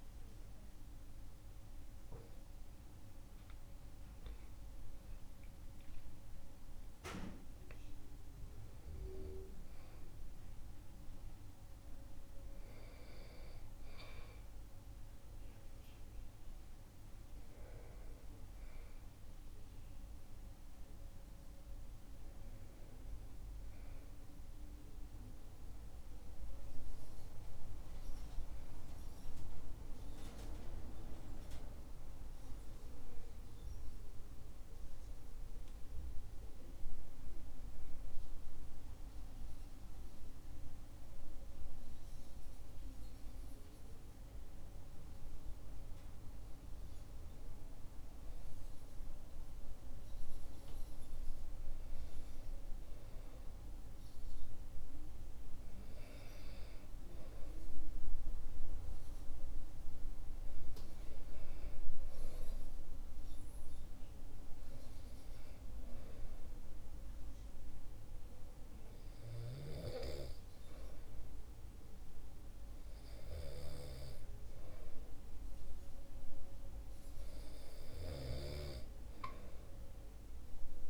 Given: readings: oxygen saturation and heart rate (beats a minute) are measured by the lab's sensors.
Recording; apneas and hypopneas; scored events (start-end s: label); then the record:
breathing in sleep by a room microphone; 1
31.00-74.50 s: hypopnea (oxygen 95% before, 92% lowest, heart rate 65 before, 64 extreme, up 1 after)
76.00-79.00 s: arousal
From the record:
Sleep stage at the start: N2 (light sleep); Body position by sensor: on the back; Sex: male